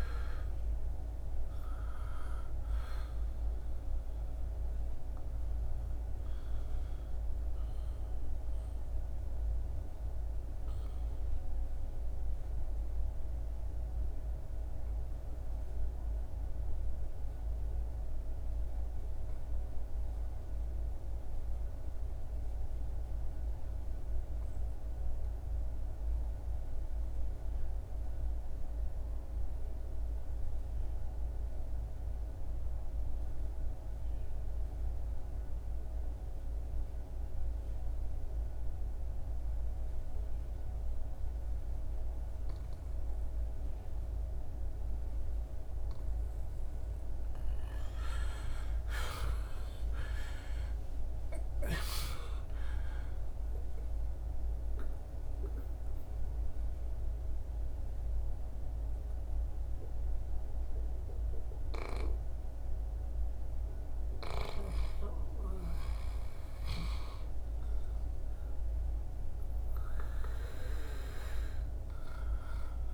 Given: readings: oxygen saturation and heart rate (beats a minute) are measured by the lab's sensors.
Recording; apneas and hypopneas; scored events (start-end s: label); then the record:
breathing in sleep by a room microphone; 2
0.00-17.50 s: oxygen desaturation (device-marked, oxygen 85% lowest, heart rate 68 extreme)
0.50-45.50 s: obstructive apnea (oxygen 97% before, 75% lowest, heart rate 77 before, 67 extreme, up 19 after)
20.50-72.94 s: new sleep stage, REM sleep
34.50-72.94 s: oxygen desaturation (device-marked, oxygen 98% before, 75% lowest, heart rate 75 before, 67 extreme)
47.00-50.50 s: arousal
53.50-63.50 s: central apnea (oxygen 98% before, 75% lowest, heart rate 72 before, 74 extreme, up 10 after)
65.50-69.50 s: arousal
From the record:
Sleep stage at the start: N2 (light sleep); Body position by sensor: on the back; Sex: male